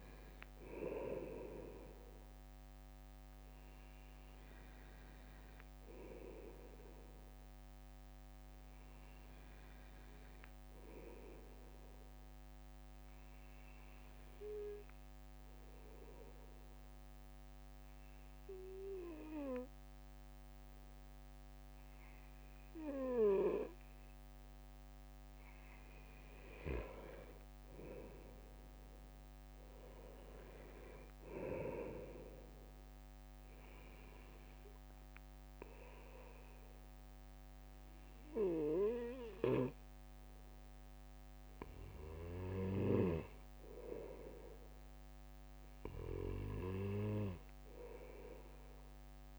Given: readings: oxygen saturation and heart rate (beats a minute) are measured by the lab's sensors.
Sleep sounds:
breathing in sleep by a microphone on the trachea; 1
10.50-26.00 s: obstructive apnea (oxygen 97% before, 96% lowest, heart rate 63 before, 61 extreme, up 3 after)
27.50-31.00 s: arousal
From the record:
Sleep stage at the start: N2 (light sleep); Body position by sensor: on the right side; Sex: male

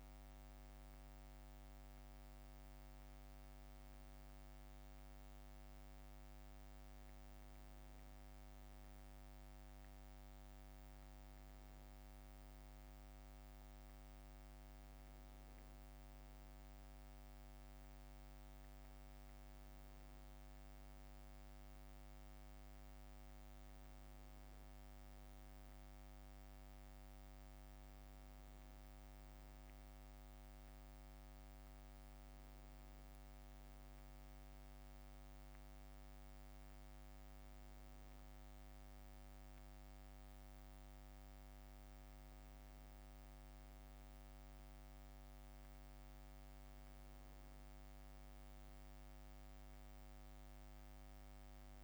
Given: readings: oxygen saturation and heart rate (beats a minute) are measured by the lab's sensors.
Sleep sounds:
a person awake in a sleep study, hard to hear, by a microphone on the trachea; none
none scored
From the record:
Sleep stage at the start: awake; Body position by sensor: on the back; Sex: male

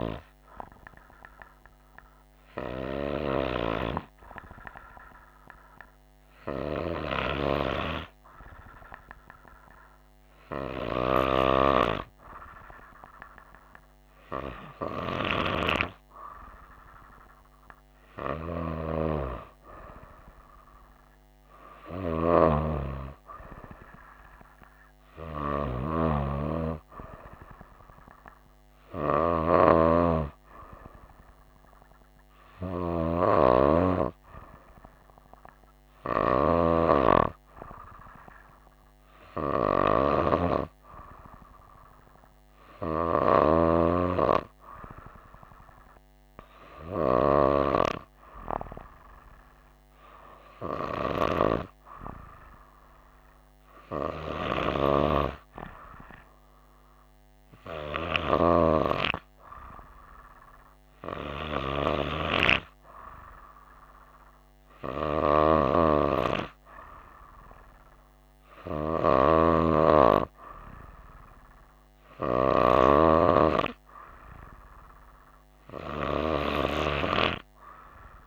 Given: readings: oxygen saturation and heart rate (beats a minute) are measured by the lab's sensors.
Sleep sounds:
breathing in sleep by a microphone on the trachea; none
none scored
From the record:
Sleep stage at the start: N2 (light sleep); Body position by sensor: on the right side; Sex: female

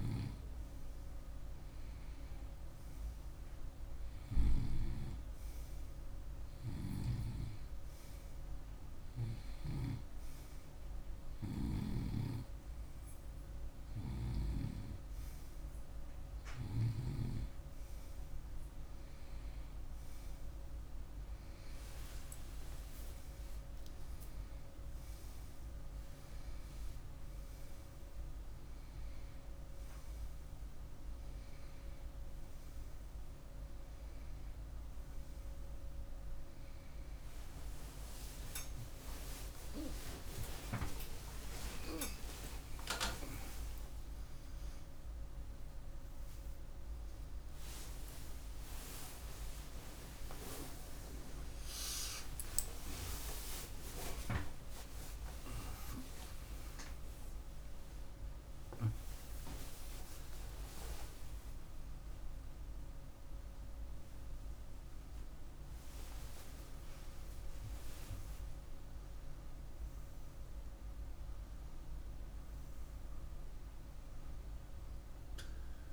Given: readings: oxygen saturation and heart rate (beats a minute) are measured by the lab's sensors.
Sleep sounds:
a person partly awake in a sleep study, by a room microphone; none
28.00-58.00 s: new sleep stage, awake
58.00-75.93 s: new sleep stage, N1 (lightest sleep)
60.00-68.00 s: oxygen desaturation (device-marked, oxygen 97% before, 92% lowest, heart rate 145 before, 55 extreme)
73.00-75.93 s: oxygen desaturation (device-marked, oxygen 95% before, 92% lowest, heart rate 147 before, 55 extreme)
From the record:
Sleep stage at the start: N2 (light sleep); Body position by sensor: on the right side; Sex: male

